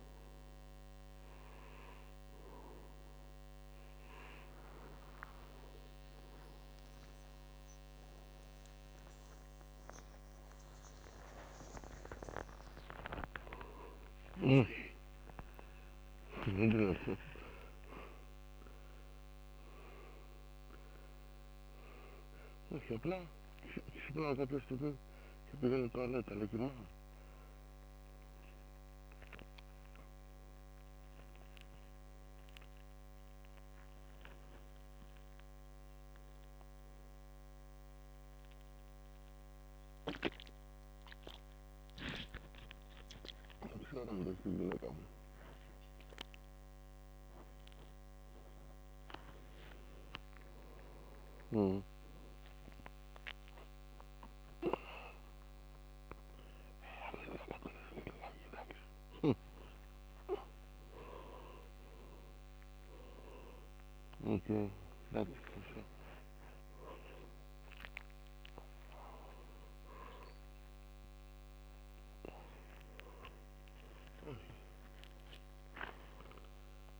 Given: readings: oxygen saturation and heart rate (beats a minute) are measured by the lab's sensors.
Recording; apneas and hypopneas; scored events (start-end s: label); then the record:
a person awake in a sleep study, by a microphone on the trachea; none
7.50-25.50 s: oxygen desaturation (device-marked, oxygen 96% before, 92% lowest, heart rate 84 before, 93 extreme)
11.50-13.50 s: long interval between heartbeats (device-marked, heart rate 85 before, 109 extreme)
14.50-16.50 s: long interval between heartbeats (device-marked, heart rate 90 before, 118 extreme)
18.50-77.00 s: new sleep stage, awake
63.00-65.00 s: long interval between heartbeats (device-marked, heart rate 102 before, 108 extreme)
From the record:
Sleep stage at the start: N1 (lightest sleep); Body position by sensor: upright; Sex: male